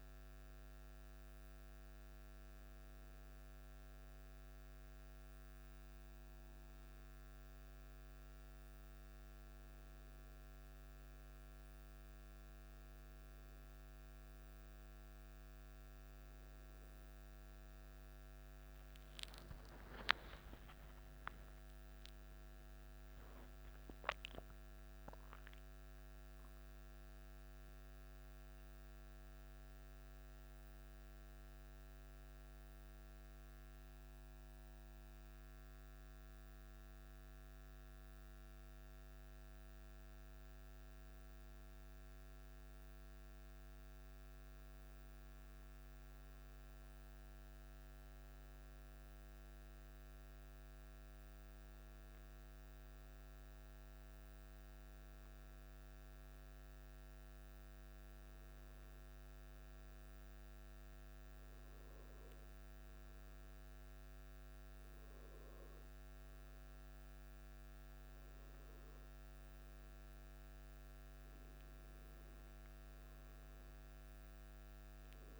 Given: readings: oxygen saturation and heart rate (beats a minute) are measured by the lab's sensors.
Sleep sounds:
breathing in sleep, hard to hear, by a microphone on the trachea; none
20.00-25.00 s: arousal
From the record:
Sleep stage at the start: N1 (lightest sleep); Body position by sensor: on the back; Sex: male

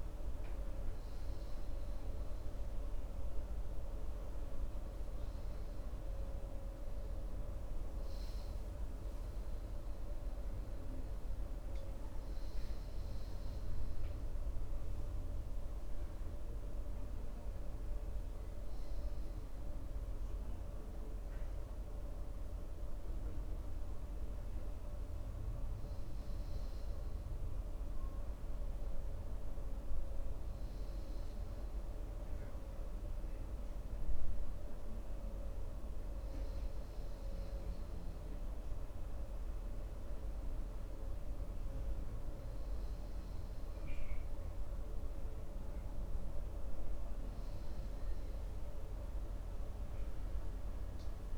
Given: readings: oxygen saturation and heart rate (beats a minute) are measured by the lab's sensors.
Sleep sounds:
breathing in sleep, hard to hear, by a room microphone; none
35.00-51.38 s: new sleep stage, N2 (light sleep)
From the record:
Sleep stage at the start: N1 (lightest sleep); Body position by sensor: on the right side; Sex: male

